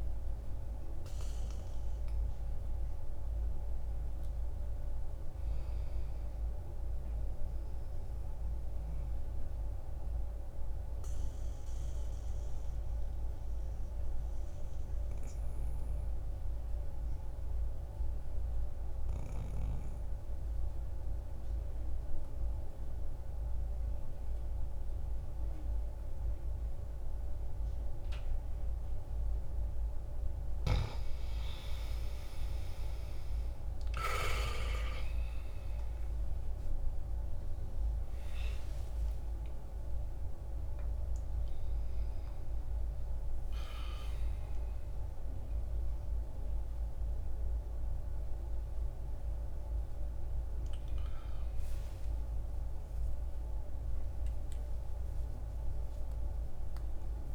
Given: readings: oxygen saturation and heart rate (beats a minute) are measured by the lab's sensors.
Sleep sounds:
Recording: a person partly awake in a sleep study, hard to hear, by a room microphone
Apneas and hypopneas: 1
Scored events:
0.00-14.50 s: oxygen desaturation (device-marked, oxygen 89% lowest, heart rate 60 extreme)
7.00-30.00 s: obstructive apnea (oxygen 95% before, 82% lowest, heart rate 66 before, 60 extreme, up 7 after)
28.50-57.35 s: oxygen desaturation (device-marked, oxygen 94% before, 82% lowest, heart rate 64 before, 62 extreme)
39.50-57.35 s: new sleep stage, awake
From the record:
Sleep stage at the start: N2 (light sleep)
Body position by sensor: on the back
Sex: male

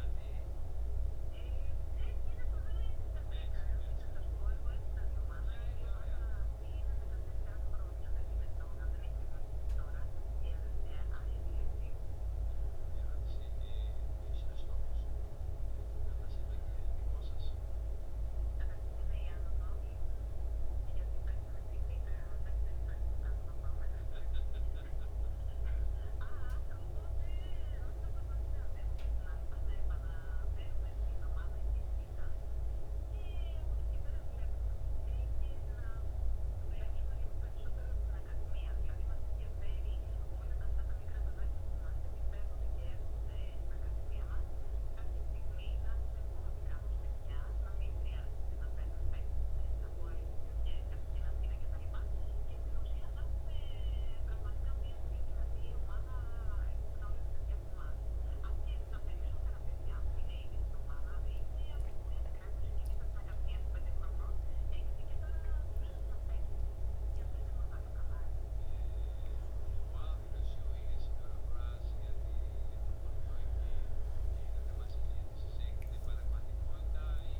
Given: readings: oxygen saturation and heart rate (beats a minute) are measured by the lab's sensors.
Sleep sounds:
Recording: breathing in sleep, hard to hear, by a room microphone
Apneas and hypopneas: none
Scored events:
74.00-77.40 s: new sleep stage, N2 (light sleep)
74.50-77.40 s: arousal
From the record:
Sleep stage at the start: REM sleep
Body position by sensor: on the back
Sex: male

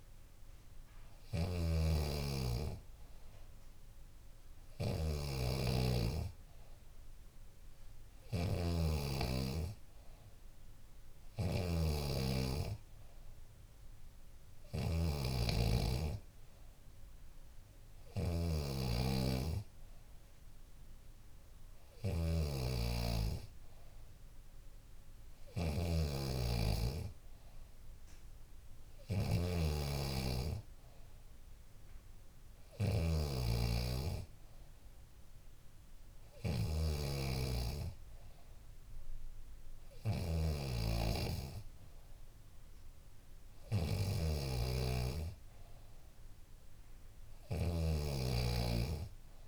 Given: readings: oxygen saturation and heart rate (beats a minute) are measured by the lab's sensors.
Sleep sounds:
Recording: breathing in sleep by a room microphone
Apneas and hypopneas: none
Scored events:
0.00-49.48 s: snoring (device-marked)
11.00-13.00 s: long interval between heartbeats (device-marked, heart rate 75 before, 79 extreme)
From the record:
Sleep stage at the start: N3 (deep sleep)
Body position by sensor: on the back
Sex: female

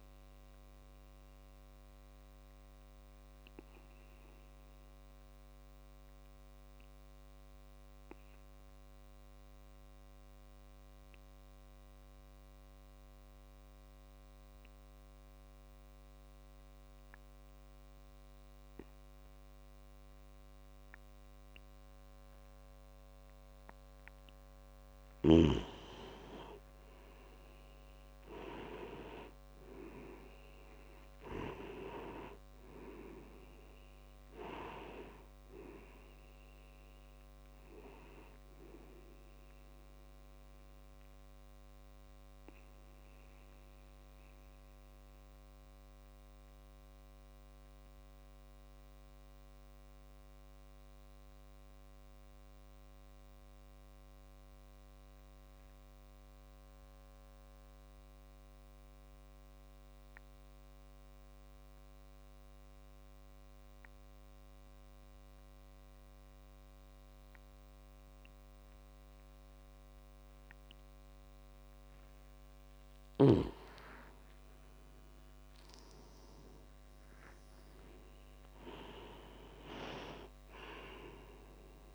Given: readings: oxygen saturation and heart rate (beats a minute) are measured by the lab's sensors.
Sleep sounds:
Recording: breathing in sleep by a microphone on the trachea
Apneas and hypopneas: 2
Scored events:
0.00-3.00 s: oxygen desaturation (device-marked, oxygen 93% lowest)
3.00-24.50 s: obstructive apnea (oxygen 97% before, 89% lowest)
25.00-55.00 s: oxygen desaturation (device-marked, oxygen 97% before, 89% lowest)
26.50-30.00 s: arousal
40.50-71.50 s: obstructive apnea (oxygen 97% before, 88% lowest)
68.00-81.95 s: oxygen desaturation (device-marked, oxygen 98% before, 88% lowest)
74.00-78.50 s: arousal
From the record:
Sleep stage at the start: N2 (light sleep)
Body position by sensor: on the back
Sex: male

